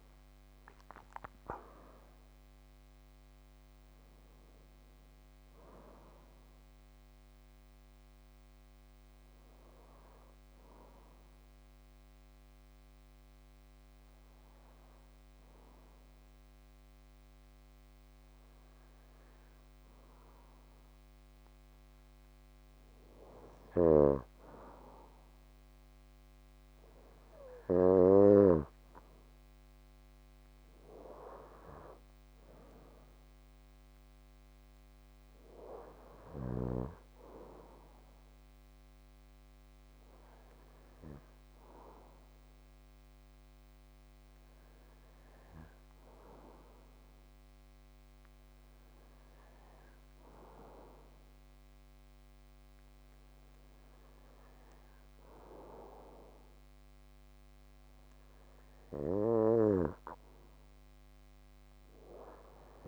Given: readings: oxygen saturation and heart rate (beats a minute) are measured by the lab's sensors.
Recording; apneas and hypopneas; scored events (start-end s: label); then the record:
breathing in sleep by a microphone on the trachea; 2
0.00-1.00 s: arousal
11.50-22.50 s: hypopnea (oxygen 97% before, 92% lowest, heart rate 63 before, 53 extreme, up 5 after)
23.00-27.50 s: snoring (device-marked)
25.00-29.00 s: arousal
32.00-44.00 s: oxygen desaturation (device-marked, oxygen 96% before, 92% lowest, heart rate 56 before, 53 extreme)
42.50-57.50 s: hypopnea (oxygen 96% before, 93% lowest, heart rate 58 before, 53 extreme, up 16 after)
60.00-62.88 s: arousal
From the record:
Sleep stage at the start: N2 (light sleep); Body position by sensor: on the back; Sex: male